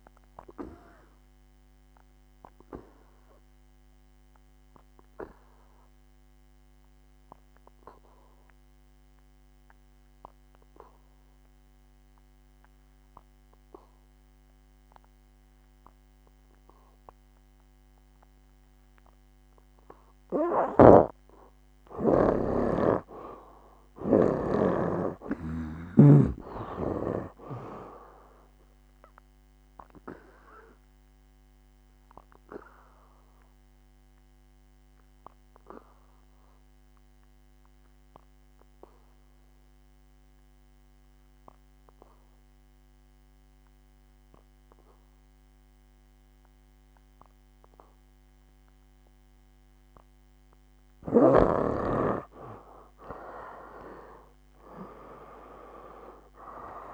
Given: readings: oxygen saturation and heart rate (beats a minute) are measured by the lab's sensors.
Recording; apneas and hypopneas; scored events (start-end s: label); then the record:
breathing in sleep by a microphone on the trachea; 2
0.00-29.00 s: oxygen desaturation (device-marked, oxygen 72% lowest, heart rate 57 extreme)
2.00-20.50 s: obstructive apnea (oxygen 97% before, 72% lowest, heart rate 64 before, 57 extreme, up 14 after)
21.00-25.00 s: snoring (device-marked)
23.50-26.00 s: arousal
30.50-51.50 s: obstructive apnea (oxygen 86% before, 76% lowest, heart rate 62 before, 58 extreme, up 19 after)
41.00-55.00 s: oxygen desaturation (device-marked, oxygen 92% before, 76% lowest, heart rate 68 before, 58 extreme)
53.50-56.94 s: arousal
From the record:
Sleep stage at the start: N2 (light sleep); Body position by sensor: on the back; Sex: male